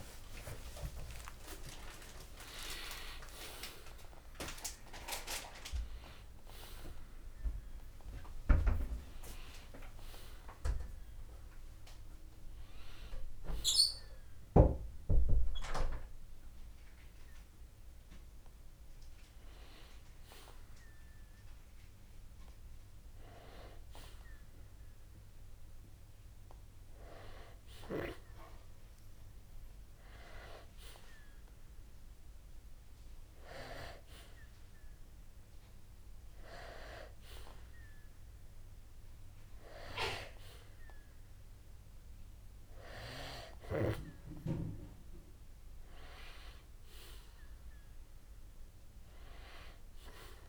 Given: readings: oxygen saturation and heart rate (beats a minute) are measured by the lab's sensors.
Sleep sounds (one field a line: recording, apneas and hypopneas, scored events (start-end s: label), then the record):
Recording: a person partly awake in a sleep study, by a room microphone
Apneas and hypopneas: none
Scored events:
16.50-46.50 s: new sleep stage, N1 (lightest sleep)
46.50-50.48 s: new sleep stage, N2 (light sleep)
From the record:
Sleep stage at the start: awake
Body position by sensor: on the back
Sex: male